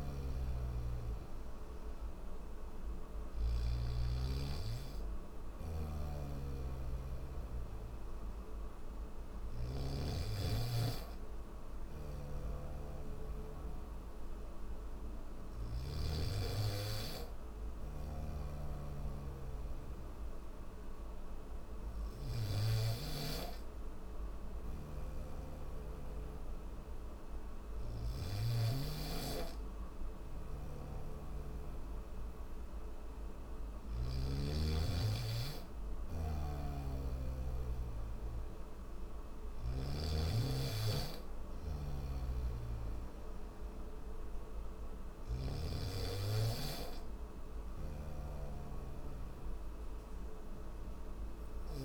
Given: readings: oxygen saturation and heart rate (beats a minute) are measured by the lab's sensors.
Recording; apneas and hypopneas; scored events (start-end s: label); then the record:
breathing in sleep by a room microphone; none
0.00-3.00 s: snoring (device-marked)
5.00-9.50 s: snoring (device-marked)
11.50-15.50 s: snoring (device-marked)
17.50-28.00 s: snoring (device-marked)
30.00-33.50 s: snoring (device-marked)
35.50-39.50 s: snoring (device-marked)
41.50-51.85 s: snoring (device-marked)
From the record:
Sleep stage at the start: N3 (deep sleep); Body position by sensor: on the back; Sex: male